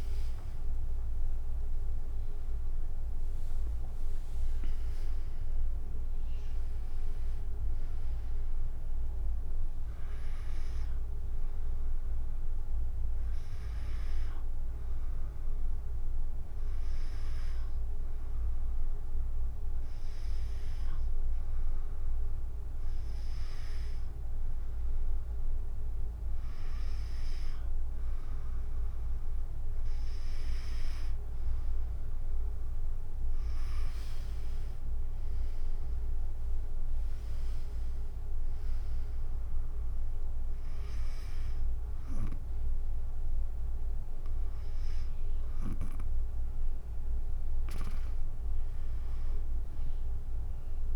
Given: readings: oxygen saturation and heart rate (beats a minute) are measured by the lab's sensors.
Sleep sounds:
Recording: breathing in sleep, hard to hear, by a room microphone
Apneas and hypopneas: none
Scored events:
0.00-3.50 s: arousal
0.00-10.50 s: drop in pulse transit time (device-marked, heart rate 48 extreme)
32.50-44.50 s: drop in pulse transit time (device-marked, heart rate 69 before, 72 extreme)
From the record:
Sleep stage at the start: N2 (light sleep)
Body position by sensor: on the back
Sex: female

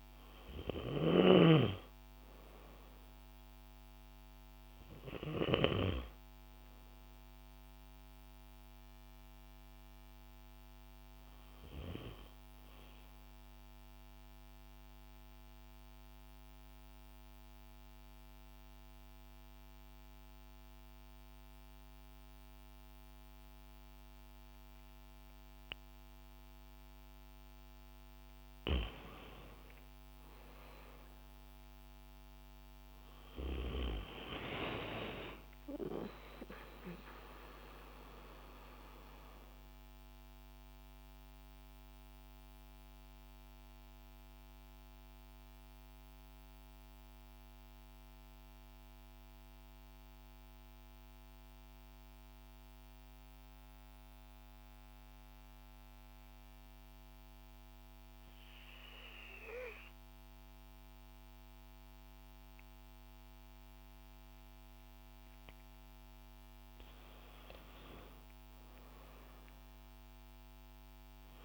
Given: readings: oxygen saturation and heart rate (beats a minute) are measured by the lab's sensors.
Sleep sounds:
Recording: breathing in sleep by a microphone on the trachea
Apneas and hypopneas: 2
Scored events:
0.00-15.00 s: oxygen desaturation (device-marked, oxygen 95% before, 92% lowest, heart rate 138 before, 109 extreme)
12.50-27.00 s: obstructive apnea (oxygen 95% before, 90% lowest, heart rate 162 before, 89 extreme)
28.50-33.00 s: arousal
33.00-57.00 s: oxygen desaturation (device-marked, oxygen 96% before, 90% lowest, heart rate 131 before, 83 extreme)
38.00-65.00 s: mixed apnea (oxygen 96% before, 90% lowest, heart rate 127 before, 83 extreme, up 40 after)
65.50-70.50 s: arousal
68.00-71.45 s: oxygen desaturation (device-marked, oxygen 99% before, 91% lowest, heart rate 107 before, 75 extreme)
From the record:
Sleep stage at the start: N2 (light sleep)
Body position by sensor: on the back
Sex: female

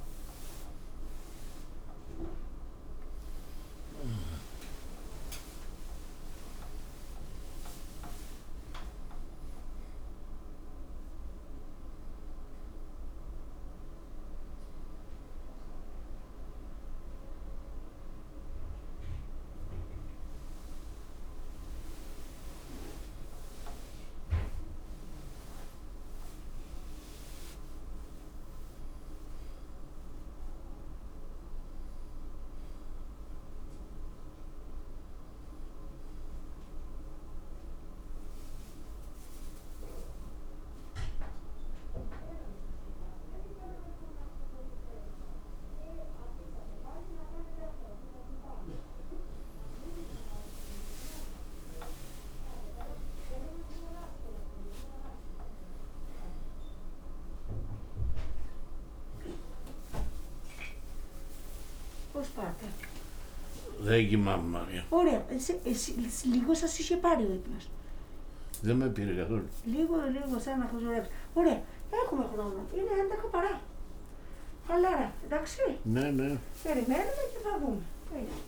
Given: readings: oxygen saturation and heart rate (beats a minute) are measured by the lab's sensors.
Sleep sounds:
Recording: a person partly awake in a sleep study, by a room microphone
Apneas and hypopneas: none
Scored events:
0.00-2.00 s: oxygen desaturation (device-marked, oxygen 92% lowest, heart rate 75 extreme)
3.50-8.50 s: arousal
23.50-28.50 s: arousal
51.00-78.48 s: new sleep stage, awake
From the record:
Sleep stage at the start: N1 (lightest sleep)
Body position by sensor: on the right side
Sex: male

